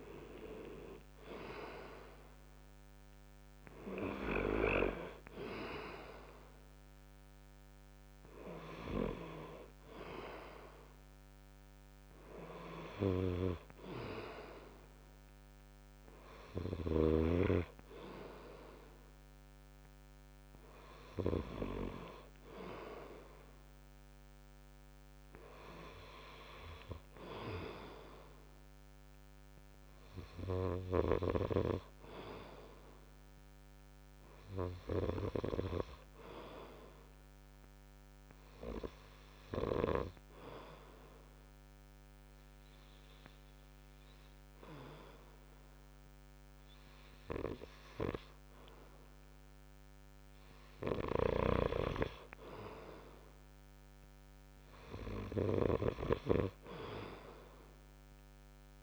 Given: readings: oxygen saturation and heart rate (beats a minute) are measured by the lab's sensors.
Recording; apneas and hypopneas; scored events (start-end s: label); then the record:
breathing in sleep by a microphone on the trachea; 1
37.50-50.50 s: obstructive apnea (oxygen 97% before, 95% lowest)
51.00-58.83 s: snoring (device-marked)
52.50-56.00 s: arousal
From the record:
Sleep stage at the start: N2 (light sleep); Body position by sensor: on the right side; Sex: male